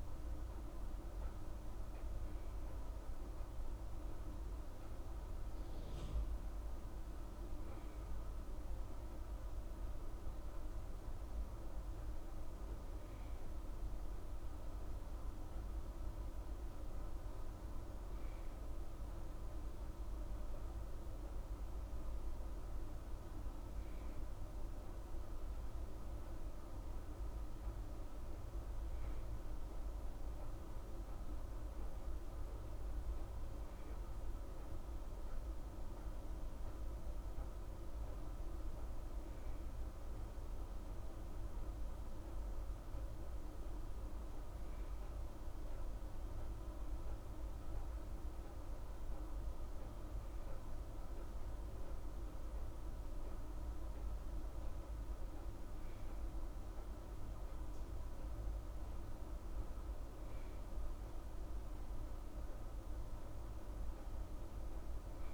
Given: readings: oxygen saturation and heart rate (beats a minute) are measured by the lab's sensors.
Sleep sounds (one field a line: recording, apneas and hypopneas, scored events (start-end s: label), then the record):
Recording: breathing in sleep, hard to hear, by a room microphone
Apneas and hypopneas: none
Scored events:
none scored
From the record:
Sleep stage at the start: N2 (light sleep)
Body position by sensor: on the right side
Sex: female